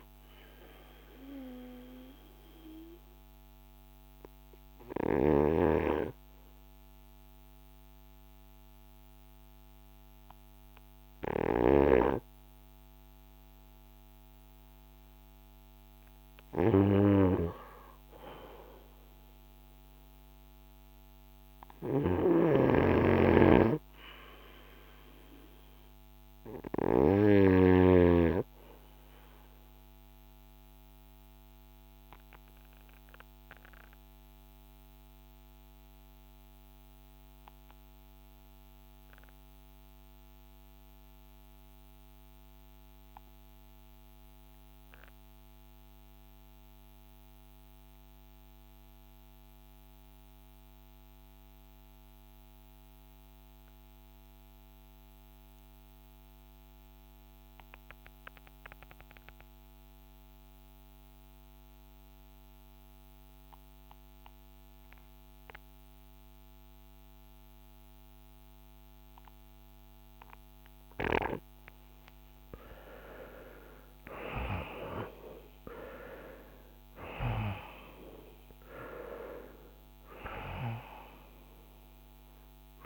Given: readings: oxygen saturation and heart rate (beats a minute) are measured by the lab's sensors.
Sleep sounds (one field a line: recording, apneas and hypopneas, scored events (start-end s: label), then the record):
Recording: breathing in sleep by a microphone on the trachea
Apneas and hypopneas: 2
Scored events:
0.00-25.50 s: oxygen desaturation (device-marked, oxygen 83% lowest, heart rate 49 extreme)
0.50-15.50 s: obstructive apnea (oxygen 93% before, 83% lowest, heart rate 58 before, 49 extreme, up 5 after)
17.50-21.50 s: arousal
23.00-28.00 s: snoring (device-marked)
30.50-71.00 s: obstructive apnea (oxygen 97% before, 75% lowest, heart rate 51 before, 44 extreme, up 8 after)
55.50-82.86 s: oxygen desaturation (device-marked, oxygen 94% before, 75% lowest, heart rate 51 before, 49 extreme)
73.50-78.50 s: arousal
From the record:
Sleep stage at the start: N2 (light sleep)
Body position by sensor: on the front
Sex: male